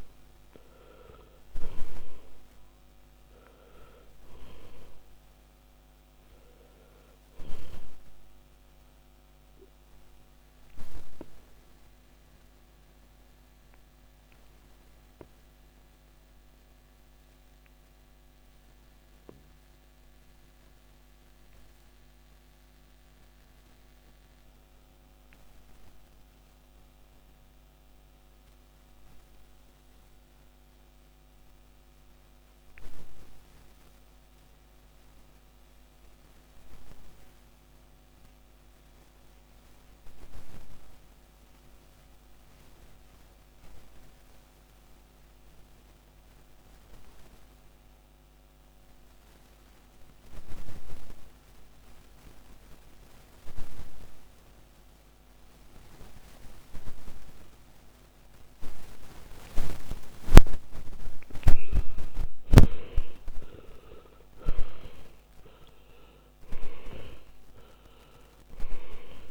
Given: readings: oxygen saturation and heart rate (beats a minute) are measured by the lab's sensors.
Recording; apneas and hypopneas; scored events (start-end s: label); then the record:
breathing in sleep by a microphone on the trachea; 1
0.00-41.50 s: oxygen desaturation (device-marked, oxygen 81% lowest, heart rate 46 extreme)
9.00-61.00 s: obstructive apnea (oxygen 99% before, 76% lowest, heart rate 63 before, 46 extreme, up 25 after)
59.50-69.31 s: oxygen desaturation (device-marked, oxygen 99% before, 76% lowest, heart rate 48 before, 49 extreme)
62.50-68.00 s: arousal
From the record:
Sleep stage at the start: N2 (light sleep); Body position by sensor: on the back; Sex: male